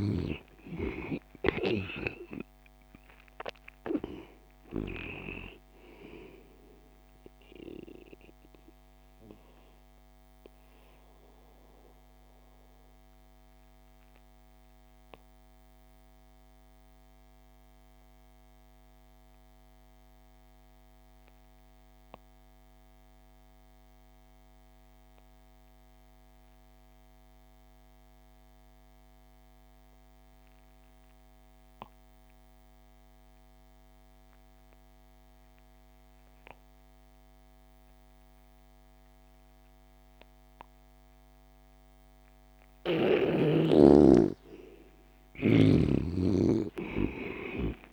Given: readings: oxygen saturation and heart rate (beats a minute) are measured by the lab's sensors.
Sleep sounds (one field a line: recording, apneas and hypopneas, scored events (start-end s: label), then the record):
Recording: breathing in sleep by a microphone on the trachea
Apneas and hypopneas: 1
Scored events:
0.00-19.00 s: oxygen desaturation (device-marked, oxygen 84% lowest)
8.00-43.50 s: obstructive apnea (oxygen 98% before, 81% lowest)
34.00-47.93 s: oxygen desaturation (device-marked, oxygen 98% before, 81% lowest)
44.50-47.93 s: arousal
From the record:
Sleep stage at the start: N2 (light sleep)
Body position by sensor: on the back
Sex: male